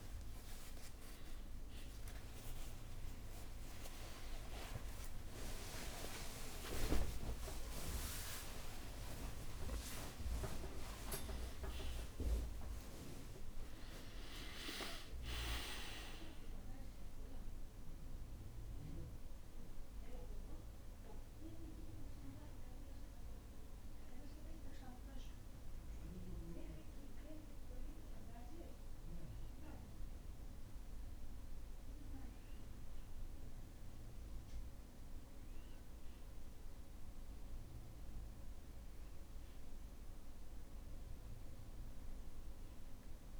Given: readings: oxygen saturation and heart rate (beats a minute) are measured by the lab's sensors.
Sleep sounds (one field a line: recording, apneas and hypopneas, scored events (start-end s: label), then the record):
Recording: a person partly awake in a sleep study, by a room microphone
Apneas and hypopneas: none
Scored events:
0.00-2.00 s: long interval between heartbeats (device-marked, heart rate 135 before, 146 extreme)
0.00-10.50 s: tachycardia (device-marked, heart rate 185 extreme)
2.50-4.50 s: long interval between heartbeats (device-marked, heart rate 144 before, 128 extreme)
5.00-7.00 s: long interval between heartbeats (device-marked, heart rate 145 before, 147 extreme)
9.00-11.00 s: long interval between heartbeats (device-marked, heart rate 150 before, 167 extreme)
18.50-43.40 s: new sleep stage, N1 (lightest sleep)
From the record:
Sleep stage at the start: awake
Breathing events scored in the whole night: 132 in 5.2 hours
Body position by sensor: on the back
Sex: male